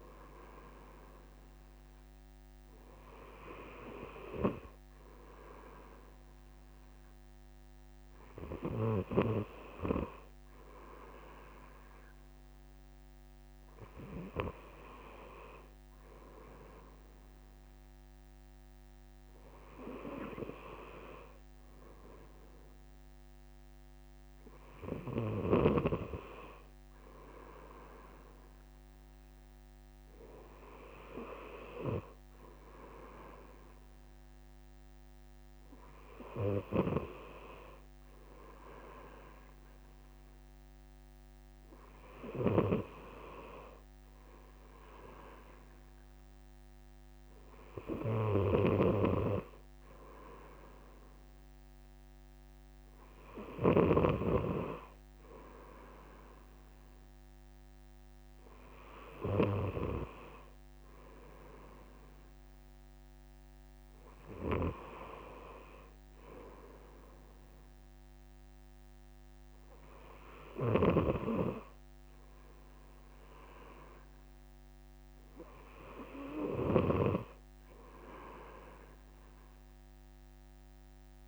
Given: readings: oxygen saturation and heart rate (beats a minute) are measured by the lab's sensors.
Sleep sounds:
breathing in sleep by a microphone on the trachea; none
42.50-60.00 s: snoring (device-marked)
70.50-77.00 s: snoring (device-marked)
From the record:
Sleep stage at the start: N2 (light sleep); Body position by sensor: on the right side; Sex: male

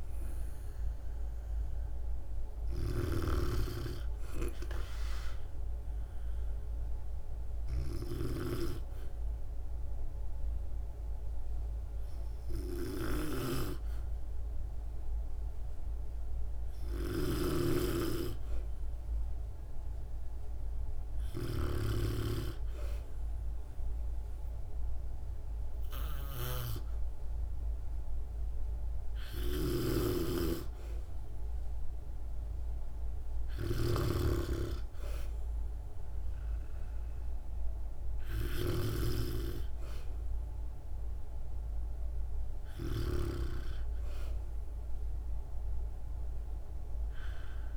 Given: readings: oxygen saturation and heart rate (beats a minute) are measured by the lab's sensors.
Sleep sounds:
breathing in sleep by a room microphone; none
2.50-43.00 s: snoring (device-marked)
From the record:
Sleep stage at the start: N2 (light sleep); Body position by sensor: on the back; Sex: female

